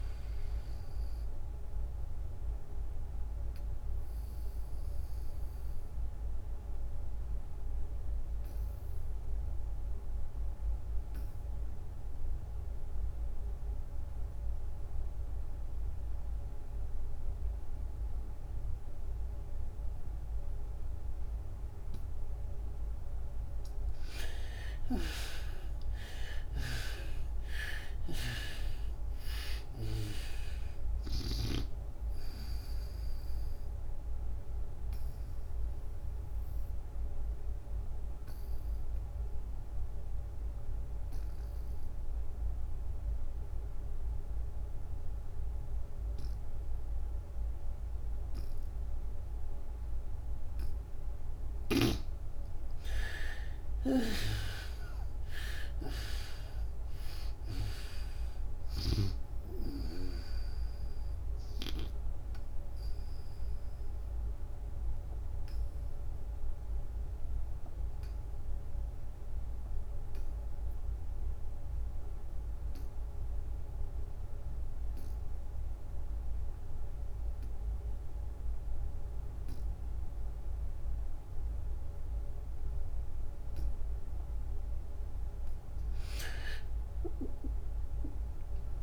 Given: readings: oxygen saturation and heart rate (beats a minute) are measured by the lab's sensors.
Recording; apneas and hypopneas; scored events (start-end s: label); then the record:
breathing in sleep by a room microphone; 3
0.00-10.50 s: oxygen desaturation (device-marked, oxygen 47% lowest, heart rate 63 extreme)
1.50-23.00 s: obstructive apnea (oxygen 74% before, 47% lowest, heart rate 89 before, 71 extreme, up 45 after)
17.50-41.50 s: oxygen desaturation (device-marked, oxygen 92% before, 52% lowest, heart rate 96 before, 71 extreme)
24.50-29.00 s: arousal
34.00-51.00 s: obstructive apnea (oxygen 92% before, 52% lowest, heart rate 90 before, 71 extreme)
47.50-73.50 s: oxygen desaturation (device-marked, oxygen 92% before, 59% lowest, heart rate 92 before, 76 extreme)
52.00-57.50 s: arousal
63.00-83.00 s: obstructive apnea (oxygen 92% before, 54% lowest, heart rate 98 before, 76 extreme)
75.50-88.83 s: oxygen desaturation (device-marked, oxygen 94% before, 54% lowest, heart rate 104 before, 80 extreme)
79.50-88.83 s: new sleep stage, N2 (light sleep)
86.50-88.83 s: arousal
From the record:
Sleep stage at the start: REM sleep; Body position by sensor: on the back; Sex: female